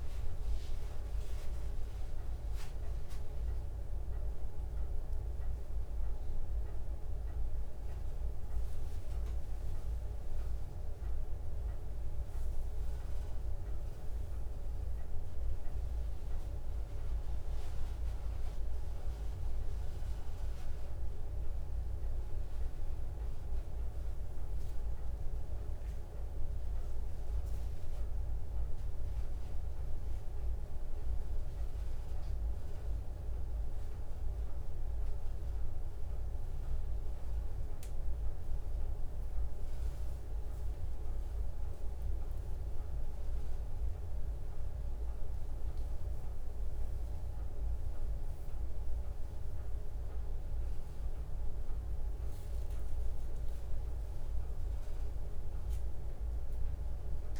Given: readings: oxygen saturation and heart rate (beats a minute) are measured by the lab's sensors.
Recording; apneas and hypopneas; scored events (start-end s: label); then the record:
a person awake in a sleep study, hard to hear, by a room microphone; none
none scored
From the record:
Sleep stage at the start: awake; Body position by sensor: on the front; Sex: female